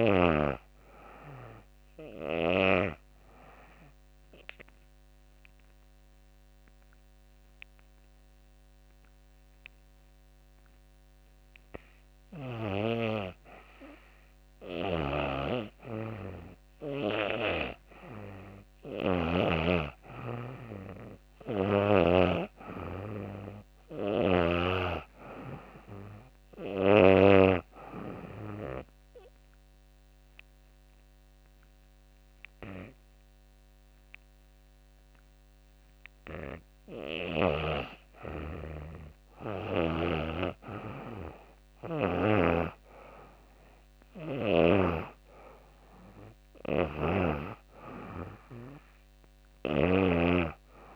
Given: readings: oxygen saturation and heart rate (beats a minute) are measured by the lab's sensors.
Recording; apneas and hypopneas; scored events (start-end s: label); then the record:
breathing in sleep by a microphone on the trachea; 2
1.50-12.50 s: obstructive apnea (oxygen 95% before, 89% lowest, heart rate 89 before, 78 extreme, up 3 after)
16.50-20.00 s: arousal
18.50-35.50 s: oxygen desaturation (device-marked, oxygen 94% before, 89% lowest, heart rate 84 before, 80 extreme)
27.00-37.00 s: obstructive apnea (oxygen 94% before, 89% lowest, heart rate 82 before, 80 extreme, up 8 after)
41.00-44.50 s: arousal
43.50-50.96 s: oxygen desaturation (device-marked, oxygen 93% before, 89% lowest, heart rate 84 before, 85 extreme)
From the record:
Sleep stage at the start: N2 (light sleep); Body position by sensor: on the back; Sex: female